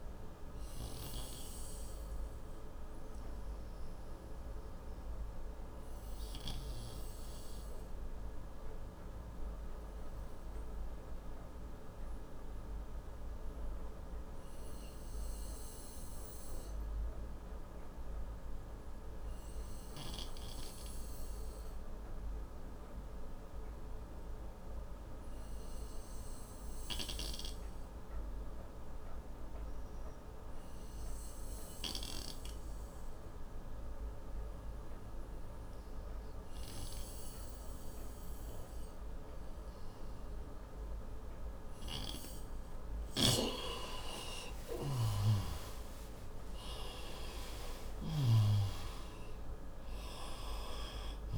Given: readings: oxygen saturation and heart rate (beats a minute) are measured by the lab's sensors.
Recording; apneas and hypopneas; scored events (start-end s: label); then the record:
breathing in sleep by a room microphone; 1
0.00-27.00 s: oxygen desaturation (device-marked, oxygen 89% lowest, heart rate 59 extreme)
5.50-39.50 s: hypopnea (oxygen 96% before, 88% lowest, heart rate 95 before, 59 extreme, up 59 after)
42.50-48.00 s: snoring (device-marked)
45.00-49.00 s: arousal
From the record:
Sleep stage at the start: N2 (light sleep); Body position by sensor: on the right side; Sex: male